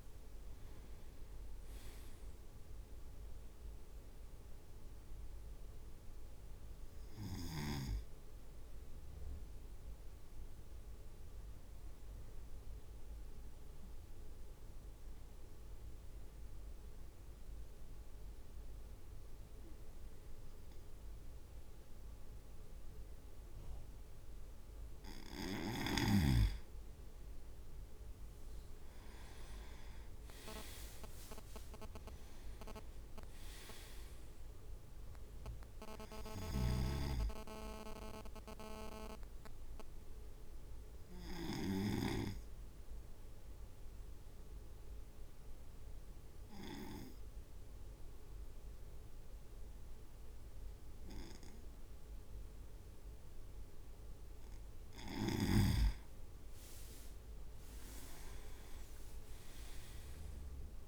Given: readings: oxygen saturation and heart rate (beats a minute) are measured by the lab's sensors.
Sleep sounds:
breathing in sleep by a room microphone; 2
0.00-9.00 s: drop in pulse transit time (device-marked, heart rate 53 extreme)
9.50-26.50 s: obstructive apnea (oxygen 98% before, 96% lowest, heart rate 57 before, 52 extreme, up 4 after)
28.00-29.00 s: leg movement (device-marked)
30.00-32.50 s: leg movement (device-marked)
30.00-42.00 s: drop in pulse transit time (device-marked, heart rate 55 before, 53 extreme)
30.50-34.00 s: arousal
36.50-42.00 s: snoring (device-marked)
41.00-54.50 s: obstructive apnea (oxygen 99% before, 94% lowest, heart rate 57 before, 52 extreme, up 12 after)
58.00-60.87 s: arousal
58.50-60.50 s: leg movement (device-marked)
59.00-60.87 s: drop in pulse transit time (device-marked, heart rate 54 before, 55 extreme)
From the record:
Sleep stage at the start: N2 (light sleep); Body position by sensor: on the right side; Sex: male

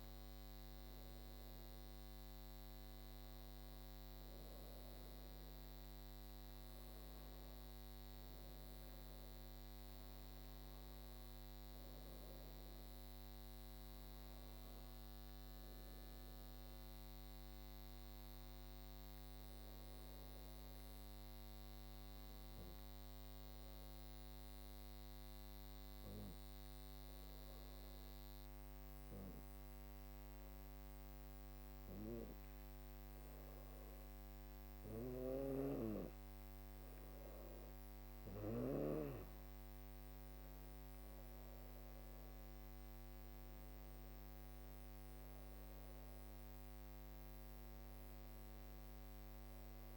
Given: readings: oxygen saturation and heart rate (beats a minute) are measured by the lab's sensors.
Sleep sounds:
breathing in sleep by a microphone on the trachea; 1
11.50-14.00 s: arousal
17.00-38.50 s: obstructive apnea (oxygen 99% before, 96% lowest, heart rate 63 before, 58 extreme, up 15 after)
40.00-43.50 s: arousal
From the record:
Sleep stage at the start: N2 (light sleep); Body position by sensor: on the back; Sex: female

